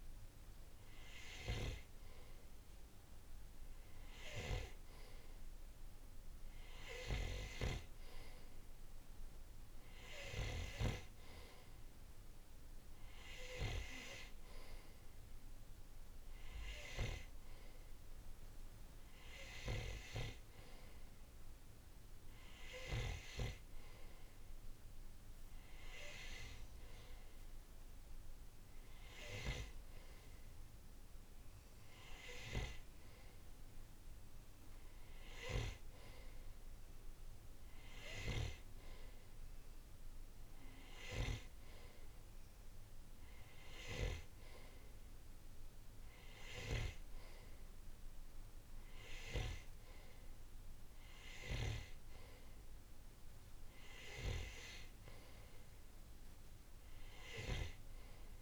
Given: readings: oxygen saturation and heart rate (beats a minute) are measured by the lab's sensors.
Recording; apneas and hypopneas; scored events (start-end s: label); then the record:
breathing in sleep by a room microphone; none
44.50-58.42 s: new sleep stage, N2 (light sleep)
From the record:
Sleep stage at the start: N3 (deep sleep); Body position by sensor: on the right side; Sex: male